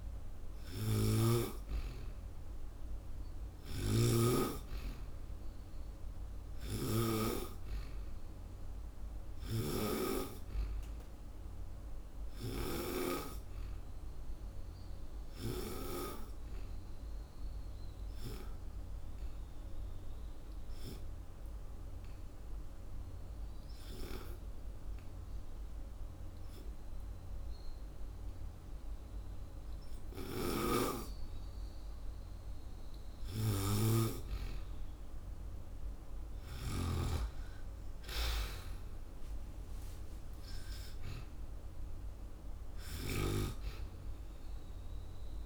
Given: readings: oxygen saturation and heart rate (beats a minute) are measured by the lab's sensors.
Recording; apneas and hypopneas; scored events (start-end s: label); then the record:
breathing in sleep by a room microphone; 1
0.00-4.00 s: arousal
0.00-7.00 s: snoring (device-marked)
9.00-12.50 s: snoring (device-marked)
12.50-28.50 s: oxygen desaturation (device-marked, oxygen 97% before, 92% lowest)
16.50-31.50 s: obstructive apnea (oxygen 97% before, 92% lowest)
30.00-36.50 s: snoring (device-marked)
36.50-40.50 s: arousal
From the record:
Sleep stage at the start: N2 (light sleep); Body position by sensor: on the back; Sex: female